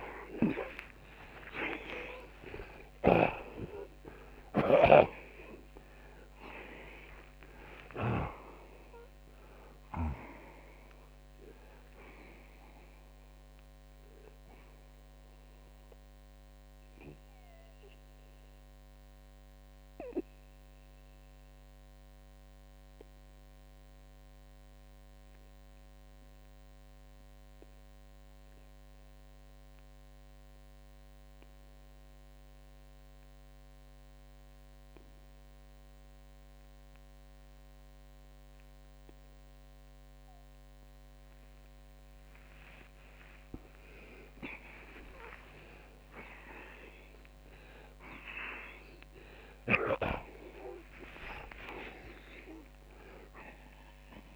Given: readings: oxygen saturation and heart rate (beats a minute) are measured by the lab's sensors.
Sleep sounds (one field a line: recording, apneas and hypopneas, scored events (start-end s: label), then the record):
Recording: breathing in sleep by a microphone on the trachea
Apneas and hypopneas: 1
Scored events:
0.00-4.00 s: arousal
0.00-8.00 s: snoring (device-marked)
0.50-24.50 s: oxygen desaturation (device-marked, oxygen 93% before, 86% lowest, heart rate 80 before, 64 extreme)
13.50-43.00 s: mixed apnea (oxygen 93% before, 77% lowest, heart rate 126 before, 64 extreme)
29.50-44.50 s: oxygen desaturation (device-marked, oxygen 87% before, 77% lowest, heart rate 87 before, 64 extreme)
44.50-49.00 s: arousal
From the record:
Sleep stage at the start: N2 (light sleep)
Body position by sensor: on the back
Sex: male